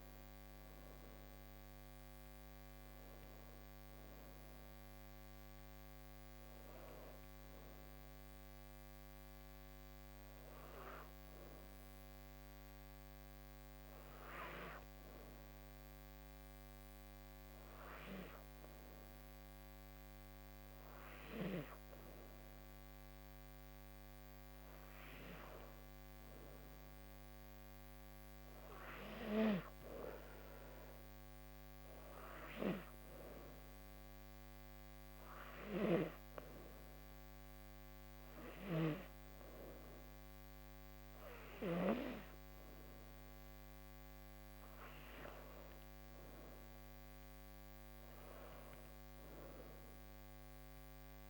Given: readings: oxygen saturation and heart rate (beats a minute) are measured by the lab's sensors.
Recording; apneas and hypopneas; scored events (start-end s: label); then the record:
breathing in sleep by a microphone on the trachea; 2
7.50-20.50 s: hypopnea (oxygen 96% before, 92% lowest, heart rate 86 before, 78 extreme, up 4 after)
23.00-26.00 s: arousal
33.00-44.00 s: hypopnea (oxygen 96% before, 92% lowest, heart rate 81 before, 79 extreme, up 3 after)
47.00-50.50 s: arousal
From the record:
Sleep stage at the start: N2 (light sleep); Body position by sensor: on the back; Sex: female